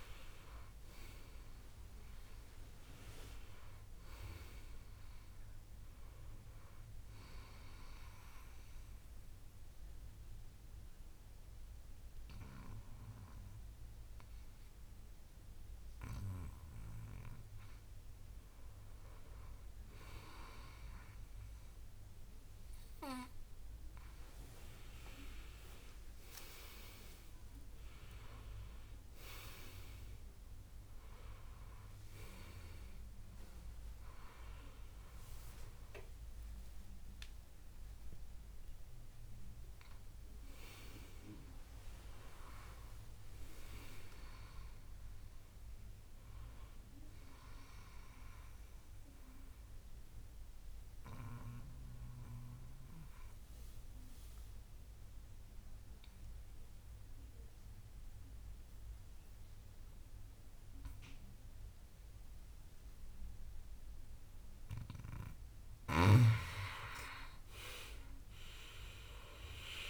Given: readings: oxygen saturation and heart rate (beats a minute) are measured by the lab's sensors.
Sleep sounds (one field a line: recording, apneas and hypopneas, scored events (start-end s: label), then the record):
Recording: breathing in sleep by a room microphone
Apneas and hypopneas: 2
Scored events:
0.00-8.50 s: oxygen desaturation (device-marked, oxygen 85% lowest, heart rate 62 extreme)
0.50-4.00 s: arousal
7.50-18.50 s: obstructive apnea (oxygen 94% before, 95% lowest, heart rate 77 before, 63 extreme, up 2 after)
22.00-25.00 s: arousal
48.00-65.00 s: obstructive apnea (oxygen 99% before, 93% lowest, heart rate 74 before, 62 extreme, up 12 after)
61.00-63.00 s: long interval between heartbeats (device-marked, heart rate 73 before, 71 extreme)
67.00-69.90 s: arousal
From the record:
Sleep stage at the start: N2 (light sleep)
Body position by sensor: on the back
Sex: male